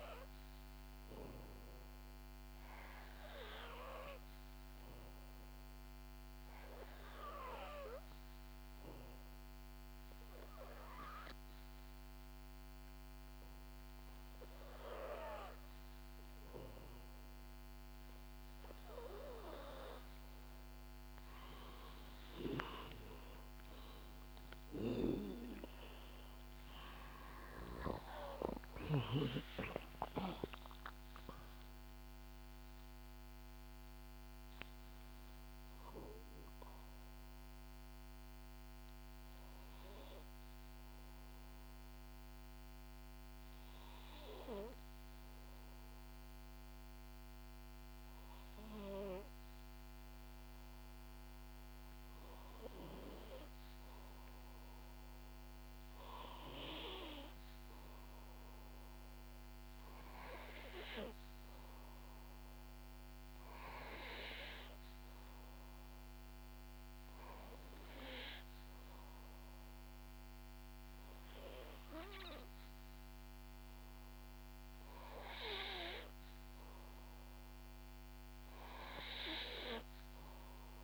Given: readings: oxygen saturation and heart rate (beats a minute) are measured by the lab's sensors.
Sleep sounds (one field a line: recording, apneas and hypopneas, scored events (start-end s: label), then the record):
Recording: breathing in sleep by a microphone on the trachea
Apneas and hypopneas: 2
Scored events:
7.00-18.50 s: hypopnea (oxygen 91% before, 88% lowest, heart rate 67 before, 64 extreme, up 7 after)
24.00-28.00 s: arousal
38.00-51.00 s: obstructive apnea (oxygen 91% before, 88% lowest, heart rate 70 before, 61 extreme, up 3 after)
54.00-56.50 s: arousal
From the record:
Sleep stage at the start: N2 (light sleep)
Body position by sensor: on the back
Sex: female